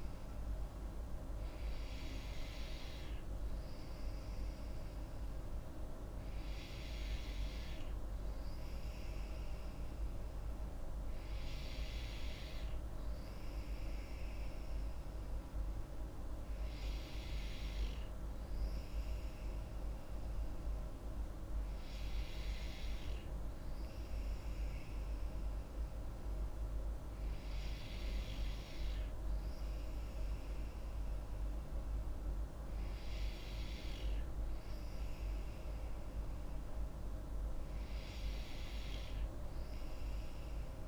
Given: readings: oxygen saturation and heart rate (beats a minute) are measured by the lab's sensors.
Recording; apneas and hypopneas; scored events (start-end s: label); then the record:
breathing in sleep, hard to hear, by a room microphone; none
none scored
From the record:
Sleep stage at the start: N3 (deep sleep); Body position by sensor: on the back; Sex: female